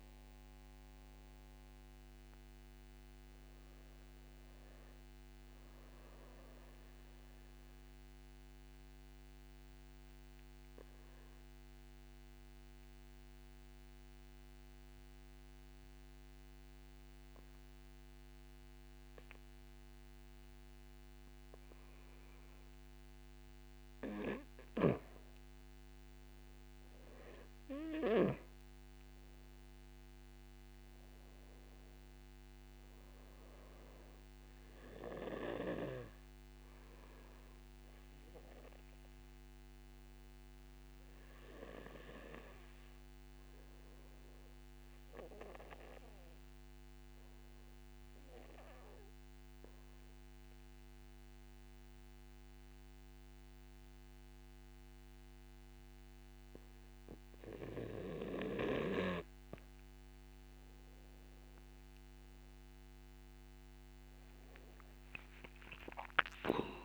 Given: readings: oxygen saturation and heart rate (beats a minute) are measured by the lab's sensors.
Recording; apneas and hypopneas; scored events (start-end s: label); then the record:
breathing in sleep by a microphone on the trachea; 2
3.00-14.00 s: oxygen desaturation (device-marked, oxygen 97% before, 92% lowest, heart rate 61 before, 61 extreme)
6.50-23.50 s: obstructive apnea (oxygen 98% before, 87% lowest, heart rate 56 before, 61 extreme, up 2 after)
26.00-30.00 s: arousal
29.00-49.00 s: oxygen desaturation (device-marked, oxygen 96% before, 90% lowest, heart rate 65 before, 59 extreme)
35.50-59.00 s: obstructive apnea (oxygen 96% before, 87% lowest, heart rate 65 before, 59 extreme, up 6 after)
60.00-66.85 s: oxygen desaturation (device-marked, oxygen 95% before, 87% lowest, heart rate 65 before, 35 extreme)
65.50-66.85 s: arousal
From the record:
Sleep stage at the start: N2 (light sleep); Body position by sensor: on the back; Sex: male